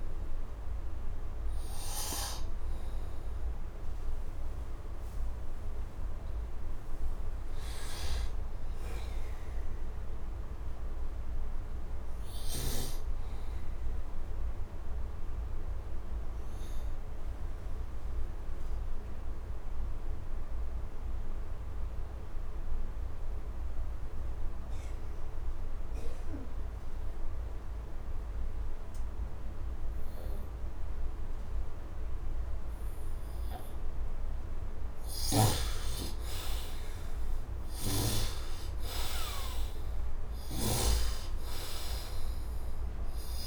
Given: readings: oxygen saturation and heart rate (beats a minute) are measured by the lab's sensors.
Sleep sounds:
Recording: breathing in sleep by a room microphone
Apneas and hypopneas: 1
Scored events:
0.00-16.50 s: oxygen desaturation (device-marked, oxygen 73% lowest, heart rate 70 extreme)
14.50-34.50 s: obstructive apnea (oxygen 85% before, 73% lowest, heart rate 77 before, 67 extreme, up 12 after)
31.50-43.47 s: oxygen desaturation (device-marked, oxygen 100% before, 81% lowest, heart rate 74 before, 67 extreme)
34.50-40.50 s: snoring (device-marked)
36.50-40.50 s: arousal
36.50-43.47 s: new sleep stage, N2 (light sleep)
From the record:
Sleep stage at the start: REM sleep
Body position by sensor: on the right side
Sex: male

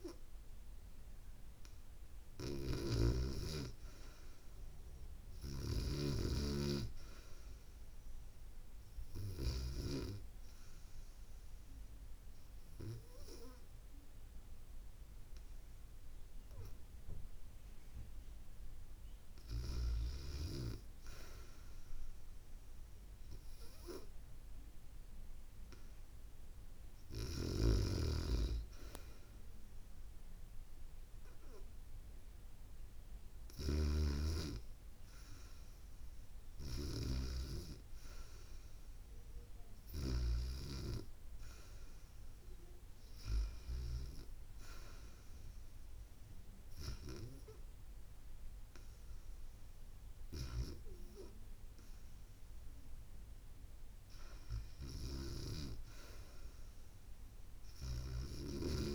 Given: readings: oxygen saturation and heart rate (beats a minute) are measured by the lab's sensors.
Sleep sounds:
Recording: breathing in sleep by a room microphone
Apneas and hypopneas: 1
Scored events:
10.00-20.00 s: obstructive apnea (oxygen 95% before, 91% lowest, heart rate 75 before, 74 extreme, up 0 after)
22.50-26.00 s: arousal
From the record:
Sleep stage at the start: REM sleep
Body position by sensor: on the back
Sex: female

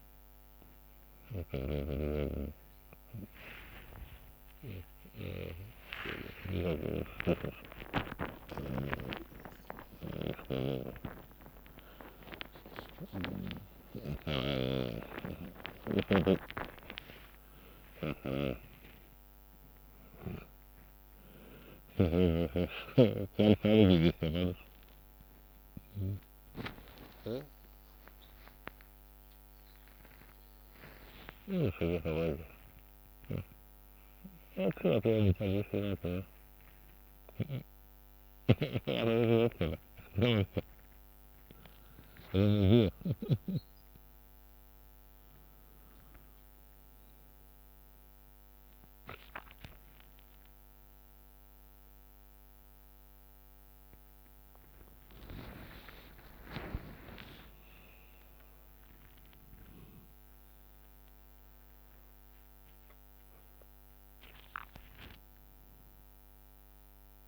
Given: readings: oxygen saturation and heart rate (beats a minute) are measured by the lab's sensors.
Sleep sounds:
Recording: a person awake in a sleep study, by a microphone on the trachea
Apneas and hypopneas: none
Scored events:
0.00-15.00 s: snoring (device-marked)
1.50-14.50 s: drop in pulse transit time (device-marked, heart rate 75 before, 68 extreme)
6.50-12.50 s: tachycardia (device-marked, heart rate 65 before, 109 extreme)
13.50-15.50 s: long interval between heartbeats (device-marked, heart rate 85 before, 109 extreme)
13.50-16.50 s: tachycardia (device-marked, heart rate 68 before, 124 extreme)
16.50-18.50 s: long interval between heartbeats (device-marked, heart rate 90 before, 108 extreme)
32.00-43.50 s: snoring (device-marked)
From the record:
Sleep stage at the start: awake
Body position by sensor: on the back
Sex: male

